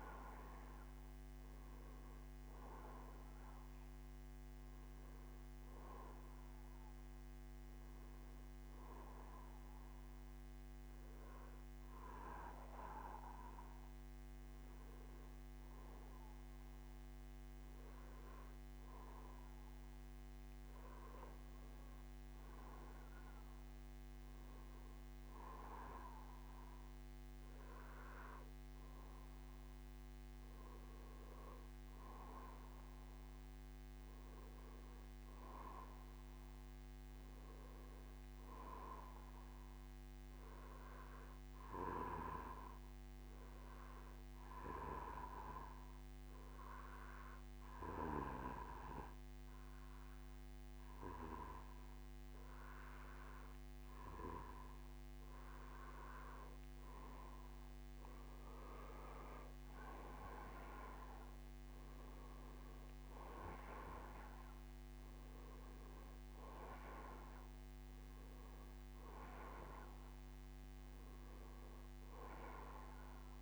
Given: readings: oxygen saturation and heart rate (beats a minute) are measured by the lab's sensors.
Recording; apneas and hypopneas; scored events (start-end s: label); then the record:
breathing in sleep by a microphone on the trachea; 2
0.00-7.50 s: oxygen desaturation (device-marked, oxygen 89% lowest, heart rate 46 extreme)
3.50-14.50 s: bradycardia (device-marked, heart rate 61 before, 46 extreme)
6.00-18.00 s: hypopnea (oxygen 96% before, 88% lowest, heart rate 68 before, 46 extreme, up 28 after)
20.50-24.00 s: arousal
26.50-43.50 s: oxygen desaturation (device-marked, oxygen 93% before, 90% lowest, heart rate 58 before, 45 extreme)
32.50-73.41 s: bradycardia (device-marked, heart rate 61 before, 45 extreme)
41.00-54.00 s: hypopnea (oxygen 93% before, 88% lowest, heart rate 64 before, 45 extreme, up 4 after)
56.00-60.00 s: arousal
From the record:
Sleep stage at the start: N2 (light sleep); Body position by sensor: on the back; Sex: male